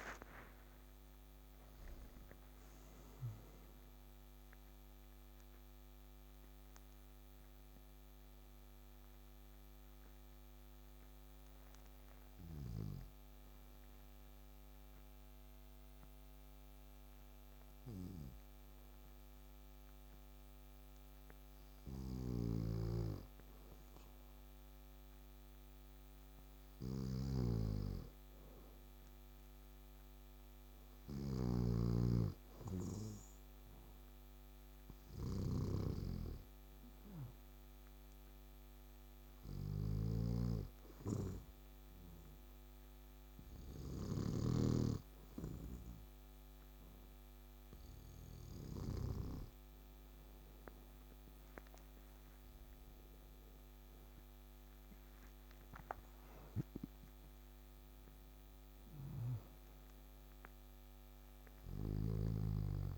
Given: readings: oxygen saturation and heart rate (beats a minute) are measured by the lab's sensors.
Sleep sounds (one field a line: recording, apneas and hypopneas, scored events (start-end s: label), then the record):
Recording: breathing in sleep by a microphone on the trachea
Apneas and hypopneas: 2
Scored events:
4.00-23.00 s: oxygen desaturation (device-marked, oxygen 94% before, 91% lowest, heart rate 70 before, 58 extreme)
8.00-23.00 s: obstructive apnea (oxygen 95% before, 91% lowest, heart rate 71 before, 58 extreme, up 4 after)
21.50-49.00 s: snoring (device-marked)
25.50-28.00 s: arousal
37.50-50.00 s: hypopnea (oxygen 100% before, 97% lowest, heart rate 61 before, 63 extreme, up 9 after)
51.00-56.00 s: arousal
58.50-62.98 s: snoring (device-marked)
From the record:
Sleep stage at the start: N2 (light sleep)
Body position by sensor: on the back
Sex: male